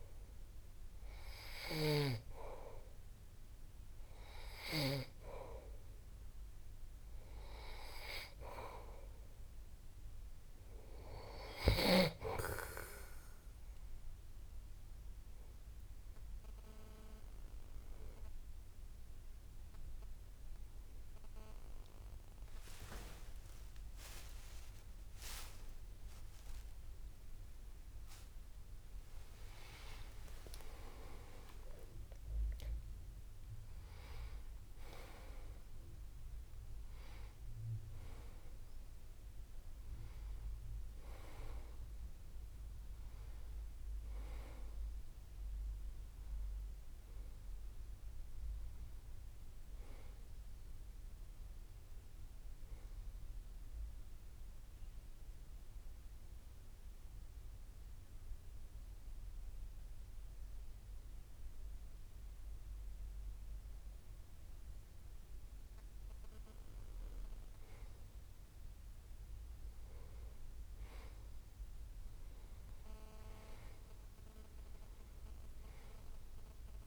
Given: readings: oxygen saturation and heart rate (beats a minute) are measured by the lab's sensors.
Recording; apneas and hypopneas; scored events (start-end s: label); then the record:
breathing in sleep by a room microphone; 1
1.50-5.00 s: snoring (device-marked)
12.50-42.50 s: new sleep stage, N2 (light sleep)
23.50-29.50 s: arousal
42.50-72.50 s: new sleep stage, N1 (lightest sleep)
55.00-65.50 s: obstructive apnea (oxygen 97% before, 94% lowest)
72.50-76.86 s: new sleep stage, N2 (light sleep)
73.00-76.86 s: arousal
From the record:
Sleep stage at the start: N3 (deep sleep); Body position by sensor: on the back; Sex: male